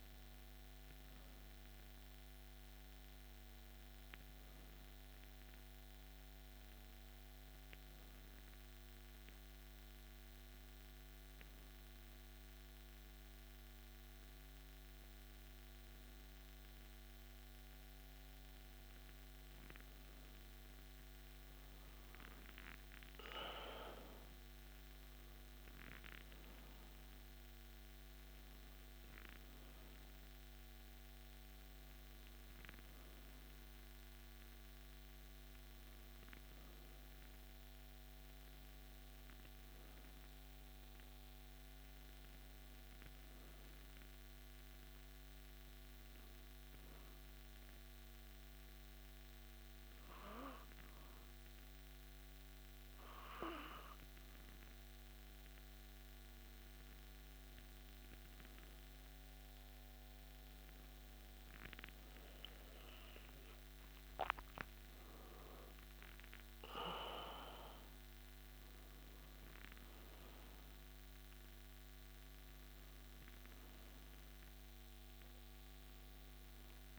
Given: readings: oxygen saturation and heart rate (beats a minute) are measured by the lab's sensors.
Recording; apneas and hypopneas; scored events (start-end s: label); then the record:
breathing in sleep by a microphone on the trachea; 2
6.50-19.00 s: hypopnea (oxygen 96% before, 95% lowest)
21.50-25.50 s: arousal
46.00-57.50 s: hypopnea (oxygen 98% before, 95% lowest)
58.00-63.00 s: arousal
From the record:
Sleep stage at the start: N2 (light sleep); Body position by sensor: on the back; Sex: male